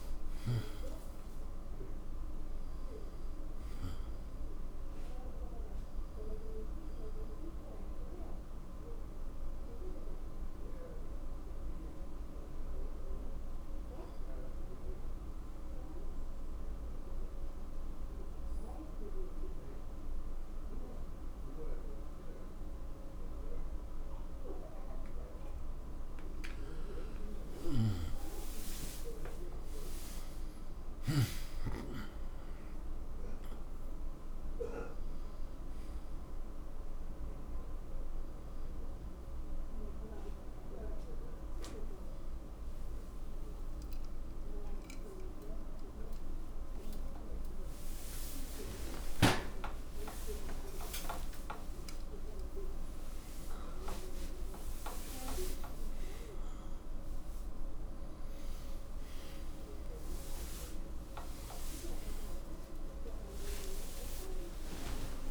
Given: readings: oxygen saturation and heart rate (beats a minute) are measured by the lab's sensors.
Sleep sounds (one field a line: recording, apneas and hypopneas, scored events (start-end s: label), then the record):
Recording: a person partly awake in a sleep study, by a room microphone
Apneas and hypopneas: 2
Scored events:
1.00-4.50 s: arousal
9.50-24.00 s: obstructive apnea (oxygen 96% before, 92% lowest, heart rate 77 before, 63 extreme, up 8 after)
28.50-33.50 s: arousal
37.00-51.50 s: obstructive apnea (oxygen 96% before, 92% lowest, heart rate 69 before, 84 extreme)
37.50-52.50 s: oxygen desaturation (device-marked, oxygen 96% before, 92% lowest, heart rate 69 before, 84 extreme)
45.50-65.31 s: new sleep stage, awake
From the record:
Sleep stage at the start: N2 (light sleep)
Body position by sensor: on the right side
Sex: male